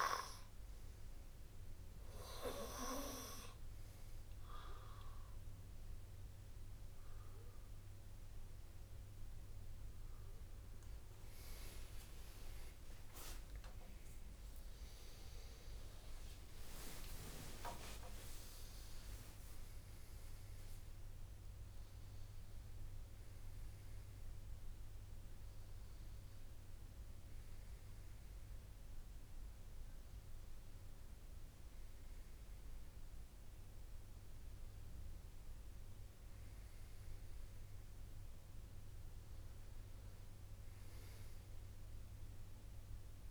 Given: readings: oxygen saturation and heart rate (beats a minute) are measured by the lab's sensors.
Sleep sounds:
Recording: breathing in sleep by a room microphone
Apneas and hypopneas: none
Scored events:
11.50-18.00 s: arousal
13.00-15.00 s: long interval between heartbeats (device-marked, heart rate 61 before, 71 extreme)
From the record:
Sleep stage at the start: N2 (light sleep)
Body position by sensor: on the right side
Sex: male

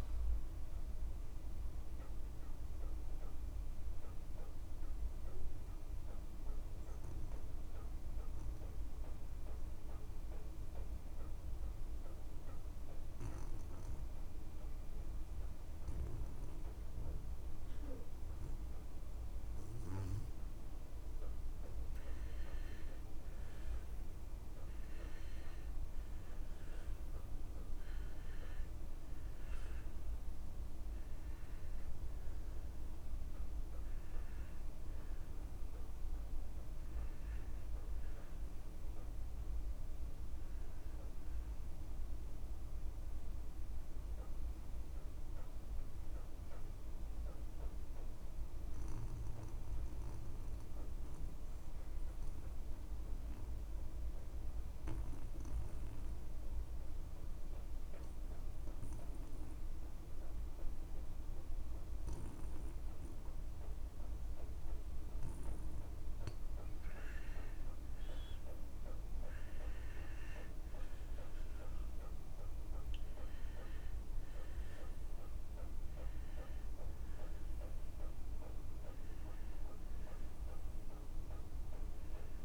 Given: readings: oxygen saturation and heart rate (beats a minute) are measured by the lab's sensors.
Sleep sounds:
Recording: breathing in sleep, hard to hear, by a room microphone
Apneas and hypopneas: 2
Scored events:
0.00-15.50 s: oxygen desaturation (device-marked, oxygen 92% lowest)
1.50-22.50 s: obstructive apnea (oxygen 98% before, 87% lowest)
11.50-13.50 s: long interval between heartbeats (device-marked)
13.50-15.50 s: long interval between heartbeats (device-marked)
24.50-29.00 s: arousal
26.50-64.50 s: oxygen desaturation (device-marked, oxygen 96% before, 87% lowest)
28.00-30.00 s: long interval between heartbeats (device-marked)
43.50-67.00 s: mixed apnea (oxygen 96% before, 87% lowest)
61.00-63.00 s: long interval between heartbeats (device-marked)
65.00-67.00 s: long interval between heartbeats (device-marked)
69.00-72.50 s: arousal
77.50-82.45 s: oxygen desaturation (device-marked, oxygen 97% before, 88% lowest)
From the record:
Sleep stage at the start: N2 (light sleep)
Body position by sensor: on the back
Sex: male

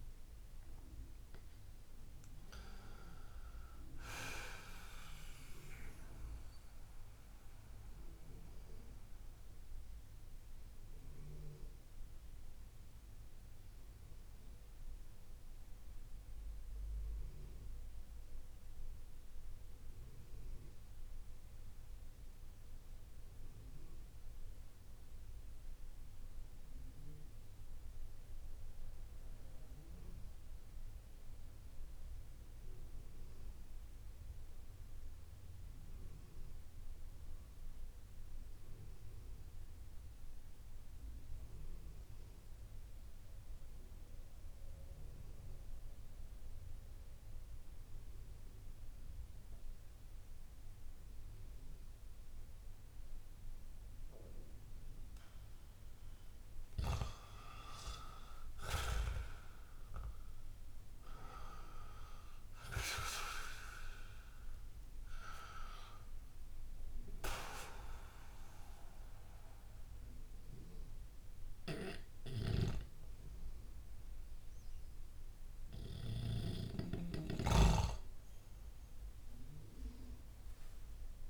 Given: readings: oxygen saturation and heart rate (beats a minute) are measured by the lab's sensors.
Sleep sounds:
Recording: breathing in sleep by a room microphone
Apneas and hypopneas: 1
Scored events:
0.00-7.00 s: oxygen desaturation (device-marked, oxygen 90% lowest)
5.50-56.50 s: mixed apnea (oxygen 96% before, 88% lowest)
16.00-26.00 s: oxygen desaturation (device-marked, oxygen 91% before, 88% lowest)
48.00-71.00 s: oxygen desaturation (device-marked, oxygen 98% before, 93% lowest)
58.00-62.50 s: arousal
From the record:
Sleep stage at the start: N2 (light sleep)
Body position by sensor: on the back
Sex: male

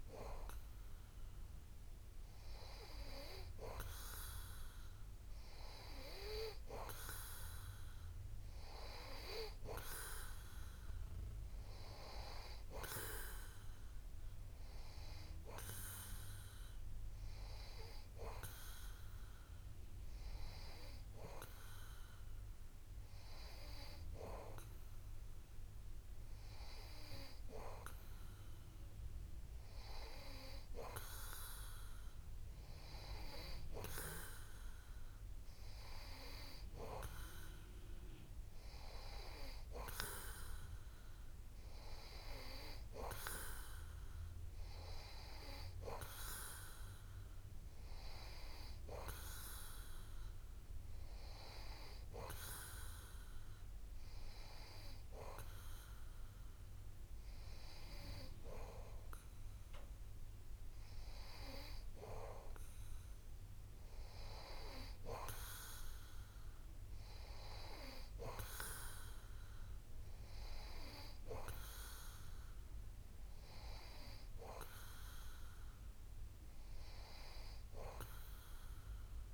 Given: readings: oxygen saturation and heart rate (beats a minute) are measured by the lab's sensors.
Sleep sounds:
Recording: breathing in sleep by a room microphone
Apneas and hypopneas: none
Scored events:
none scored
From the record:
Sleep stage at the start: N2 (light sleep)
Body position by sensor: on the back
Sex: male

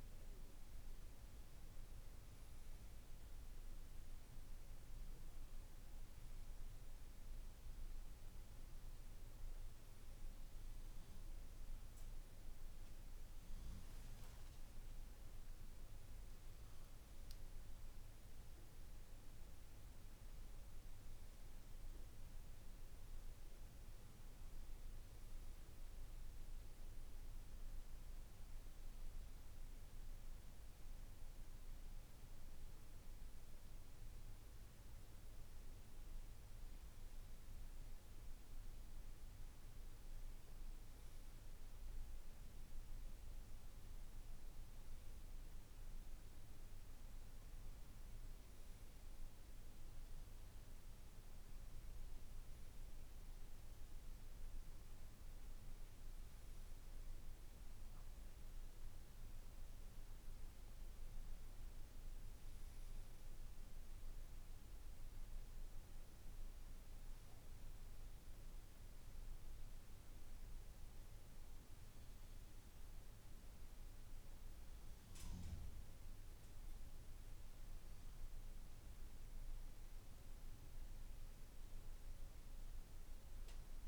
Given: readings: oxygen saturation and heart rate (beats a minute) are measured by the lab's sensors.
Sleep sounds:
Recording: breathing in sleep, hard to hear, by a room microphone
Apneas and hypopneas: none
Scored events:
52.50-83.88 s: new sleep stage, N2 (light sleep)
From the record:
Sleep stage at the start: N1 (lightest sleep)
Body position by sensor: on the left side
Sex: male

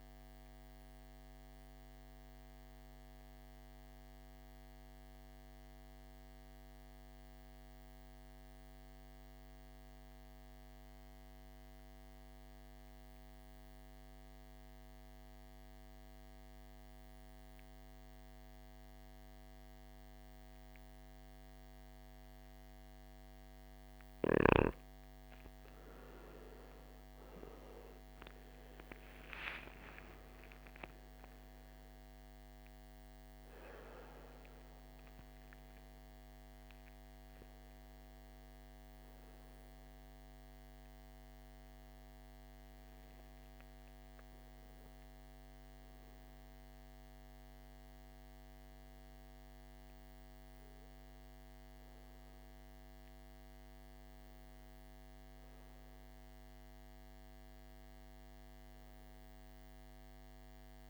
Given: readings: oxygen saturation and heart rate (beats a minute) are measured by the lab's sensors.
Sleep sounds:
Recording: breathing in sleep, hard to hear, by a microphone on the trachea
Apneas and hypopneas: 1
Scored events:
0.00-10.00 s: oxygen desaturation (device-marked, oxygen 91% lowest, heart rate 57 extreme)
2.50-23.00 s: mixed apnea (oxygen 97% before, 87% lowest, heart rate 63 before, 57 extreme, up 14 after)
25.00-49.00 s: oxygen desaturation (device-marked, oxygen 97% before, 87% lowest, heart rate 59 before, 52 extreme)
25.50-30.00 s: arousal
40.00-60.90 s: new sleep stage, N1 (lightest sleep)
55.50-59.50 s: arousal
From the record:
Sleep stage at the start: N2 (light sleep)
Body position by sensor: on the back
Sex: male

